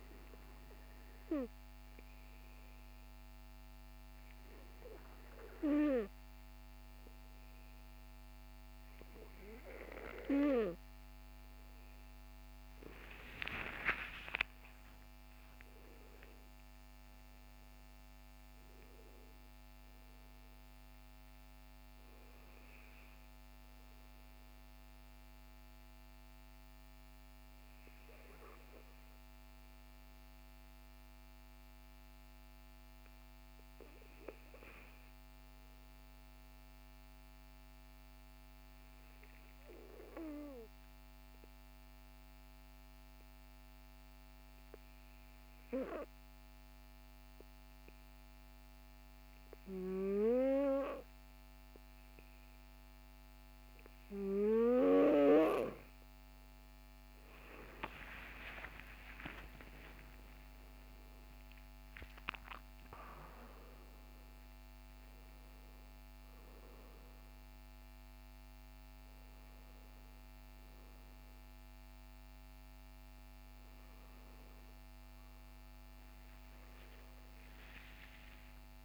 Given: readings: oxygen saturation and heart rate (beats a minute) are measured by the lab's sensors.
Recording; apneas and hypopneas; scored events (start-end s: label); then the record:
breathing in sleep by a microphone on the trachea; 1
12.00-16.50 s: arousal
23.50-29.50 s: oxygen desaturation (device-marked, oxygen 96% before, 93% lowest, heart rate 60 before, 45 extreme)
39.50-56.00 s: obstructive apnea (oxygen 96% before, 93% lowest, heart rate 52 before, 50 extreme, up 42 after)
56.50-78.50 s: oxygen desaturation (device-marked, oxygen 98% before, 93% lowest, heart rate 54 before, 54 extreme)
57.00-62.00 s: arousal
77.50-78.85 s: new sleep stage, awake
From the record:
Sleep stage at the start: N2 (light sleep); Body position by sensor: on the back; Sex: male